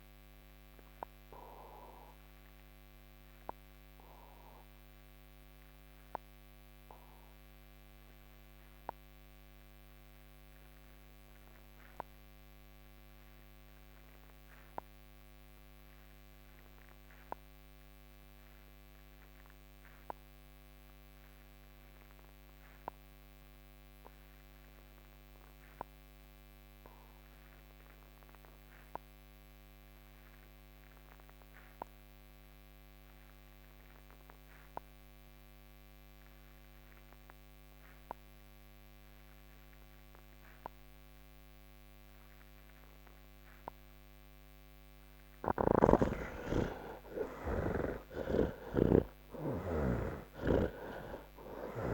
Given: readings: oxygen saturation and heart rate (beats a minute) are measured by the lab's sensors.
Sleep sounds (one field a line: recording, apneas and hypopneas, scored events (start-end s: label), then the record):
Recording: breathing in sleep by a microphone on the trachea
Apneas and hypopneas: 1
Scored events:
0.00-16.50 s: oxygen desaturation (device-marked, oxygen 68% lowest, heart rate 56 extreme)
1.00-43.00 s: obstructive apnea (oxygen 97% before, 65% lowest, heart rate 104 before, 56 extreme, up 42 after)
18.50-51.94 s: oxygen desaturation (device-marked, oxygen 96% before, 65% lowest, heart rate 113 before, 75 extreme)
45.50-51.94 s: snoring (device-marked)
From the record:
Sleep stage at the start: N2 (light sleep)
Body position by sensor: on the back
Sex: male